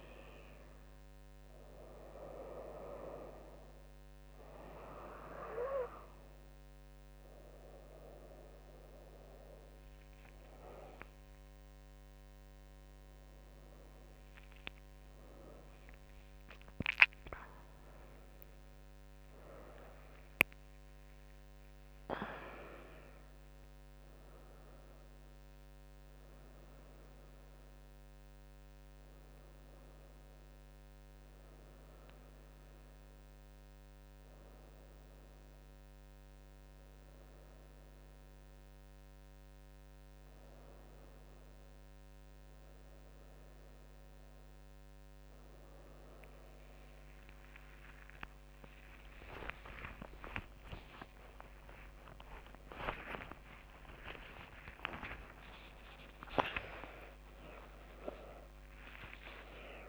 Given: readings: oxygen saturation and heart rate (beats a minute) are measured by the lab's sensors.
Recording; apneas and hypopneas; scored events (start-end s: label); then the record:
a person awake in a sleep study, by a microphone on the trachea; none
0.00-4.50 s: drop in pulse transit time (device-marked, heart rate 82 extreme)
0.50-12.50 s: oxygen desaturation (device-marked, oxygen 97% before, 92% lowest, heart rate 80 before, 81 extreme)
10.50-12.50 s: long interval between heartbeats (device-marked, heart rate 83 before, 91 extreme)
13.50-27.50 s: drop in pulse transit time (device-marked, heart rate 85 before, 92 extreme)
14.50-24.50 s: tachycardia (device-marked, heart rate 79 before, 144 extreme)
22.00-24.00 s: long interval between heartbeats (device-marked, heart rate 94 before, 144 extreme)
43.50-59.89 s: tachycardia (device-marked, heart rate 80 before, 164 extreme)
46.00-48.00 s: long interval between heartbeats (device-marked, heart rate 91 before, 100 extreme)
49.00-51.00 s: long interval between heartbeats (device-marked, heart rate 90 before, 119 extreme)
51.00-53.00 s: long interval between heartbeats (device-marked, heart rate 93 before, 146 extreme)
53.00-55.00 s: long interval between heartbeats (device-marked, heart rate 98 before, 143 extreme)
56.50-59.89 s: drop in pulse transit time (device-marked, heart rate 111 before, 147 extreme)
From the record:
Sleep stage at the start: awake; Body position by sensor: on the right side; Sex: female